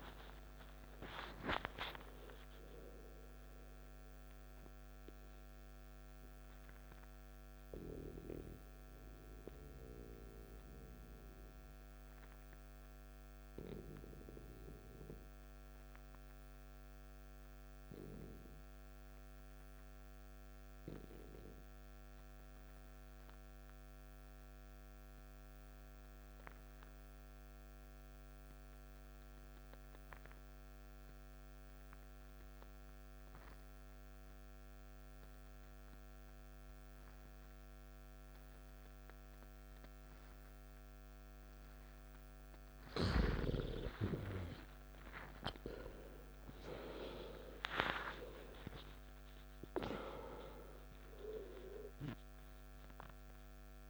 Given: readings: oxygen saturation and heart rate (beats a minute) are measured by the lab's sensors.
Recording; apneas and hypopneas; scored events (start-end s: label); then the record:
breathing in sleep by a microphone on the trachea; 1
0.00-20.00 s: oxygen desaturation (device-marked, oxygen 88% lowest, heart rate 52 extreme)
7.00-42.50 s: obstructive apnea (oxygen 97% before, 87% lowest, heart rate 68 before, 52 extreme, up 16 after)
39.00-53.90 s: oxygen desaturation (device-marked, oxygen 98% before, 87% lowest, heart rate 54 before, 56 extreme)
44.00-48.00 s: arousal
From the record:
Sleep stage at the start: N2 (light sleep); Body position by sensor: on the back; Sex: male